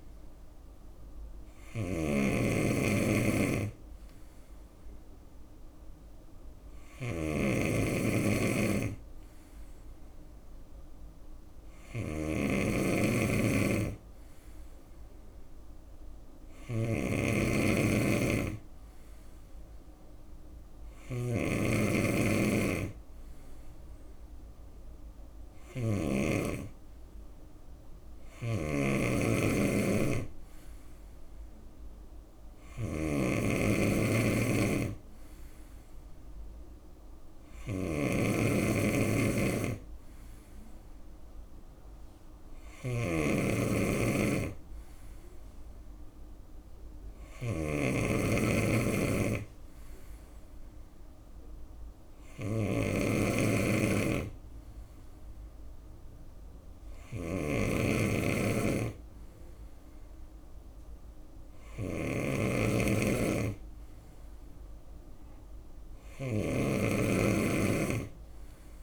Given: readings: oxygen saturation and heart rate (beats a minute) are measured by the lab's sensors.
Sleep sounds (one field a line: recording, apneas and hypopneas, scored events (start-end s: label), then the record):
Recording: breathing in sleep by a room microphone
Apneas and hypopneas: none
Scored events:
0.00-25.50 s: snoring (device-marked)
27.50-68.83 s: snoring (device-marked)
From the record:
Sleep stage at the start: N2 (light sleep)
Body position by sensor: on the right side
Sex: male